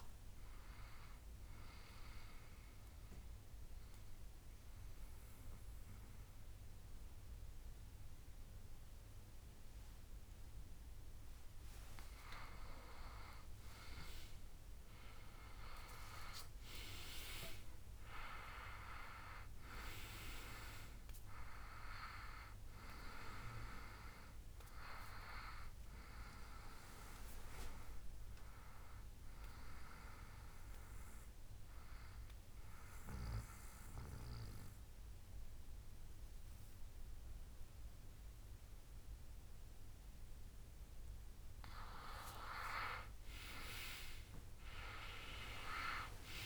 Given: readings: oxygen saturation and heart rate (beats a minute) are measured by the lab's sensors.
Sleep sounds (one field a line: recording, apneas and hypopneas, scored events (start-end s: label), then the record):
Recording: breathing in sleep by a room microphone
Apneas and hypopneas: 2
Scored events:
1.50-12.50 s: obstructive apnea (oxygen 97% before, 95% lowest, heart rate 69 before, 62 extreme, up 12 after)
15.50-19.50 s: arousal
31.00-42.00 s: obstructive apnea (oxygen 98% before, 95% lowest, heart rate 70 before, 63 extreme, up 14 after)
44.50-46.46 s: arousal
From the record:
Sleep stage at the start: N2 (light sleep)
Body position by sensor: on the back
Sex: male